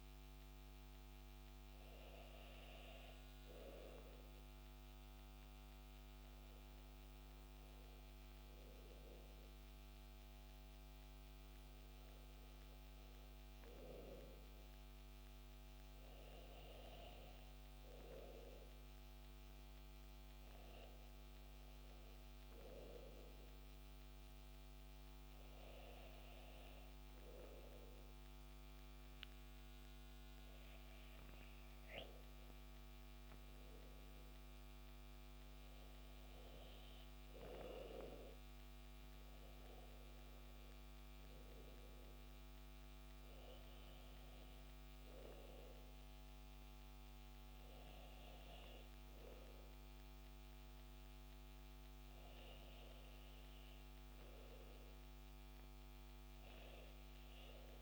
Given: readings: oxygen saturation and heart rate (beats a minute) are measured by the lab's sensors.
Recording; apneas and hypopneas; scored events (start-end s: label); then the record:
breathing in sleep by a microphone on the trachea; none
none scored
From the record:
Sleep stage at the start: N2 (light sleep); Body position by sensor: on the back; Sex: male